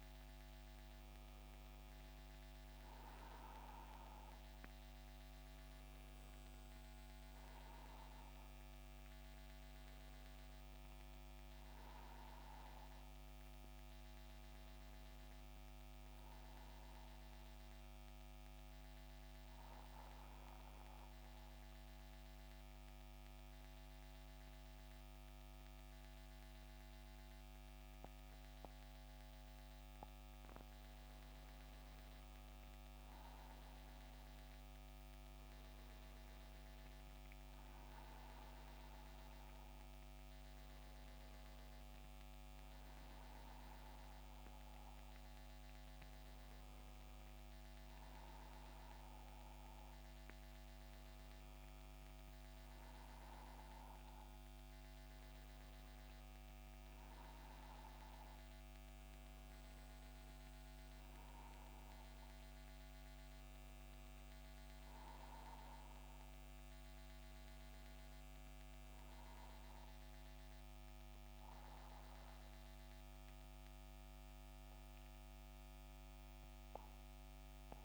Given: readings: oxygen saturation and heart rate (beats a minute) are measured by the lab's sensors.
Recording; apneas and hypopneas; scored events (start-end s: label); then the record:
breathing in sleep, hard to hear, by a microphone on the trachea; 1
0.00-16.50 s: oxygen desaturation (device-marked, oxygen 90% lowest, heart rate 73 extreme)
14.00-17.50 s: arousal
19.50-29.50 s: central apnea (oxygen 93% before, 88% lowest, heart rate 82 before, 73 extreme, up 9 after)
32.00-36.50 s: arousal
39.50-59.50 s: oxygen desaturation (device-marked, oxygen 93% before, 88% lowest, heart rate 77 before, 72 extreme)
61.50-65.50 s: arousal
From the record:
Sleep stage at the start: N2 (light sleep); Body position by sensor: on the back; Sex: male